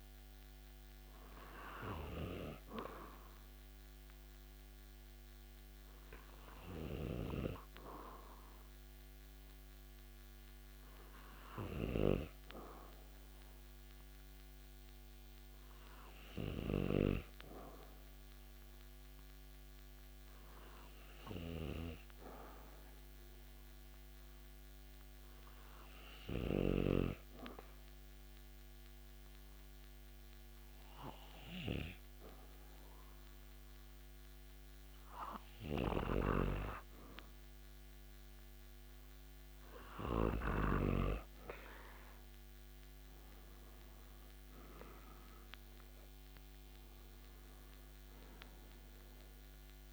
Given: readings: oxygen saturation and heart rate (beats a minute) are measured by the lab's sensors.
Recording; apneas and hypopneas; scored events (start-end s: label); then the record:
breathing in sleep by a microphone on the trachea; 1
19.00-36.00 s: hypopnea (oxygen 96% before, 91% lowest)
40.00-45.00 s: arousal
From the record:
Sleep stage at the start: N2 (light sleep); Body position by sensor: on the back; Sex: male